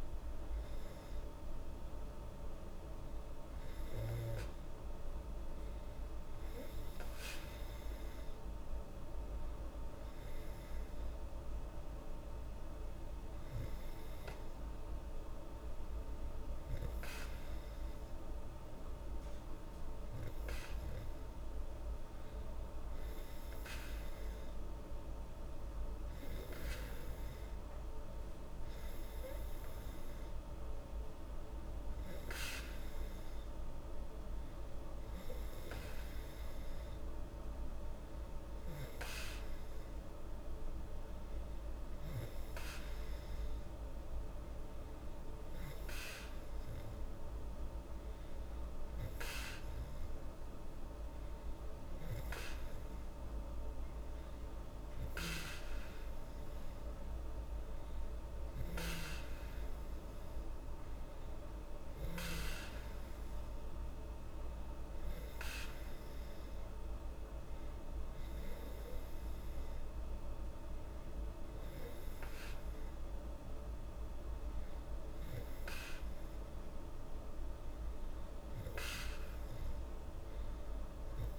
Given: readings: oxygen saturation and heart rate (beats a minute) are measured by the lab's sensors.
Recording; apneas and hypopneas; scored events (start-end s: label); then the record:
breathing in sleep, hard to hear, by a room microphone; none
none scored
From the record:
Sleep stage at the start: N2 (light sleep); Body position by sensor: on the back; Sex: female